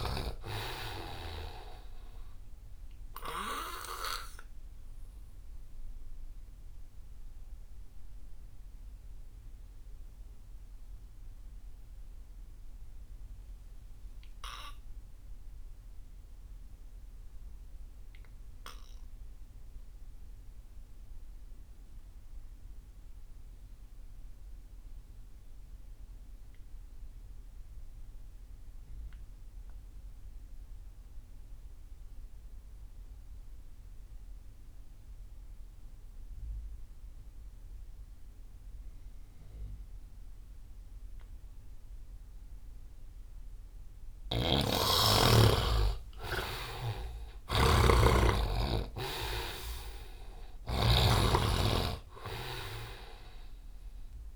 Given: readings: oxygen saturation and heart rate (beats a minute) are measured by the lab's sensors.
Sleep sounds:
breathing in sleep by a room microphone; 1
0.00-17.00 s: oxygen desaturation (device-marked, oxygen 60% lowest)
4.00-44.50 s: mixed apnea (oxygen 88% before, 60% lowest)
19.00-54.36 s: oxygen desaturation (device-marked, oxygen 99% before, 63% lowest)
44.50-51.00 s: snoring (device-marked)
46.50-49.50 s: arousal
From the record:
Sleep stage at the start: REM sleep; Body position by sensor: on the right side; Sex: male

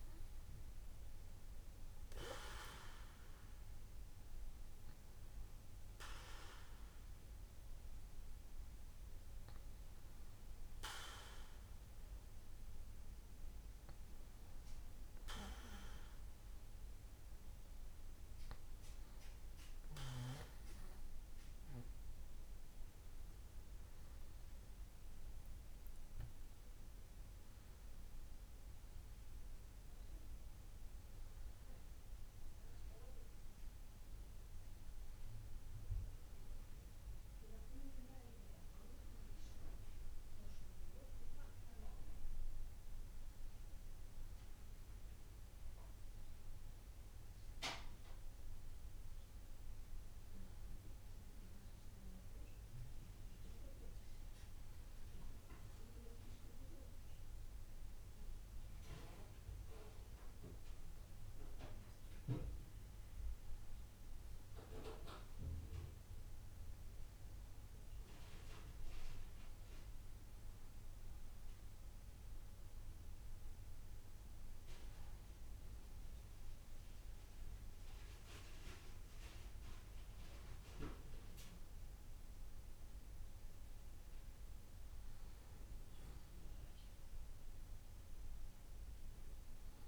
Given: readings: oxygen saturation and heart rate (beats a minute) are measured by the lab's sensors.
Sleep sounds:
breathing in sleep by a room microphone; none
none scored
From the record:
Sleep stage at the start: N2 (light sleep); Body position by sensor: on the back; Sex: male

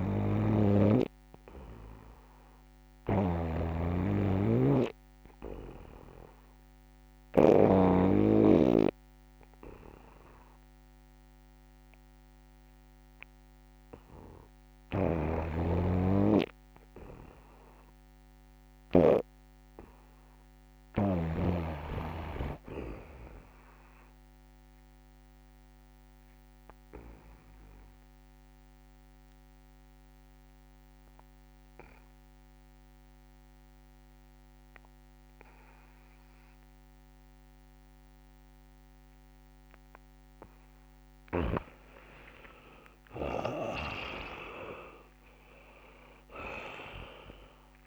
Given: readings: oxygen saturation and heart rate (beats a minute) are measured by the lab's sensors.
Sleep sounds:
breathing in sleep by a microphone on the trachea; 1
0.00-2.00 s: arousal
0.00-3.50 s: snoring (device-marked)
4.50-14.50 s: oxygen desaturation (device-marked, oxygen 96% before, 88% lowest, heart rate 70 before, 66 extreme)
14.50-19.00 s: snoring (device-marked)
19.00-22.50 s: arousal
25.00-39.00 s: obstructive apnea (oxygen 96% before, 82% lowest, heart rate 73 before, 66 extreme, up 25 after)
27.50-44.50 s: oxygen desaturation (device-marked, oxygen 90% before, 85% lowest, heart rate 73 before, 66 extreme)
42.00-46.50 s: arousal
42.50-44.50 s: long interval between heartbeats (device-marked, heart rate 71 before, 80 extreme)
43.50-47.87 s: snoring (device-marked)
46.50-47.87 s: long interval between heartbeats (device-marked, heart rate 73 before, 80 extreme)
46.50-47.87 s: oxygen desaturation (device-marked, oxygen 93% before, 82% lowest, heart rate 73 before, 66 extreme)
From the record:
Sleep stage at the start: N2 (light sleep); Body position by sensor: on the back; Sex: male

